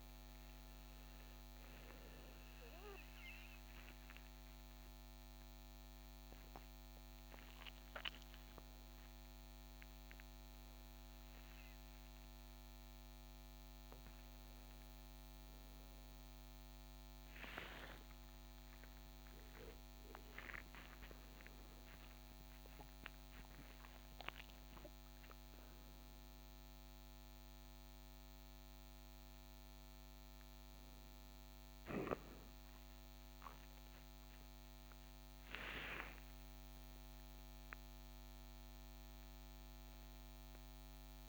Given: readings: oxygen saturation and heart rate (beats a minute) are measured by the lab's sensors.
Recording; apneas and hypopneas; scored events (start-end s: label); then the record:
a person awake in a sleep study, by a microphone on the trachea; none
none scored
From the record:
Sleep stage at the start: awake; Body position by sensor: on the back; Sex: male